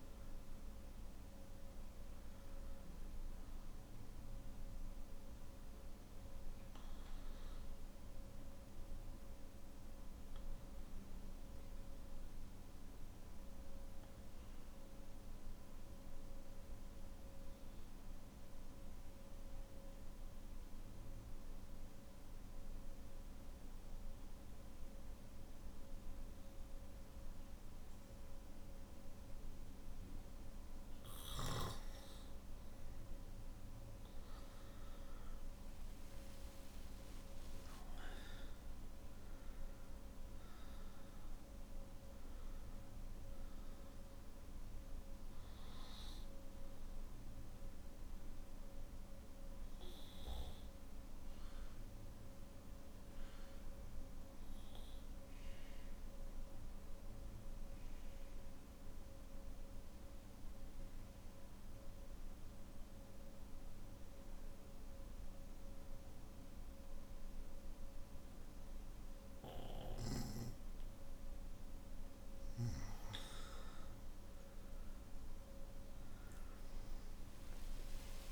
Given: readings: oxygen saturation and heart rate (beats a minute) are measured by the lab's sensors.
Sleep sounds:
breathing in sleep, hard to hear, by a room microphone; 2
0.00-17.50 s: oxygen desaturation (device-marked, oxygen 89% lowest, heart rate 49 extreme)
15.50-31.50 s: obstructive apnea (oxygen 95% before, 91% lowest, heart rate 54 before, 50 extreme, up 12 after)
36.50-59.50 s: oxygen desaturation (device-marked, oxygen 98% before, 92% lowest, heart rate 54 before, 49 extreme)
51.00-71.00 s: obstructive apnea (oxygen 99% before, 91% lowest, heart rate 57 before, 49 extreme, up 11 after)
73.50-78.32 s: oxygen desaturation (device-marked, oxygen 98% before, 91% lowest, heart rate 51 before, 49 extreme)
From the record:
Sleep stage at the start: N1 (lightest sleep); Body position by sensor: on the back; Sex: male

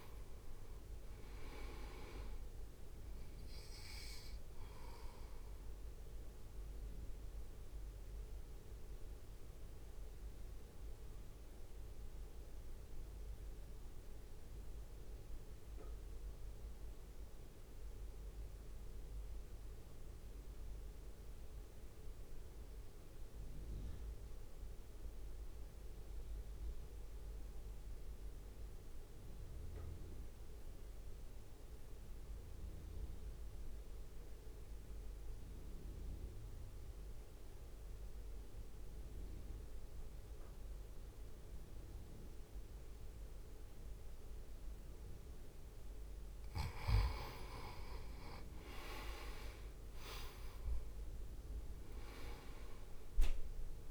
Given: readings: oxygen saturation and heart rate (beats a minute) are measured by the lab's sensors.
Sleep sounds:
breathing in sleep by a room microphone; 1
0.00-10.00 s: drop in pulse transit time (device-marked, heart rate 54 extreme)
0.00-26.00 s: oxygen desaturation (device-marked, oxygen 87% lowest, heart rate 54 extreme)
5.50-44.50 s: mixed apnea (oxygen 98% before, 85% lowest, heart rate 61 before, 54 extreme, up 8 after)
37.00-53.91 s: oxygen desaturation (device-marked, oxygen 97% before, 86% lowest, heart rate 59 before, 54 extreme)
49.00-53.00 s: arousal
52.00-53.91 s: drop in pulse transit time (device-marked, heart rate 59 before, 54 extreme)
From the record:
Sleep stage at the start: N2 (light sleep); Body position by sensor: on the right side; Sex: male

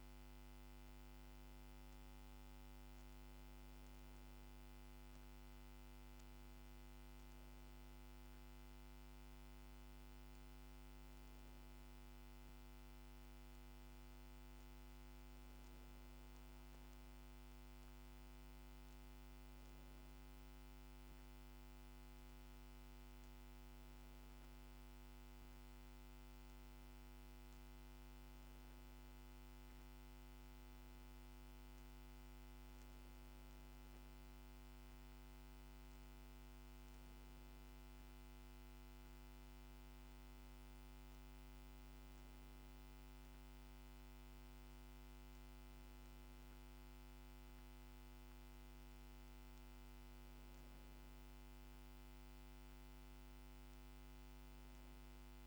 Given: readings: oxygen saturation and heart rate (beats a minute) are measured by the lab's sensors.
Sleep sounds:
a person awake in a sleep study, hard to hear, by a microphone on the trachea; none
none scored
From the record:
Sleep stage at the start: awake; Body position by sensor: on the back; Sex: female

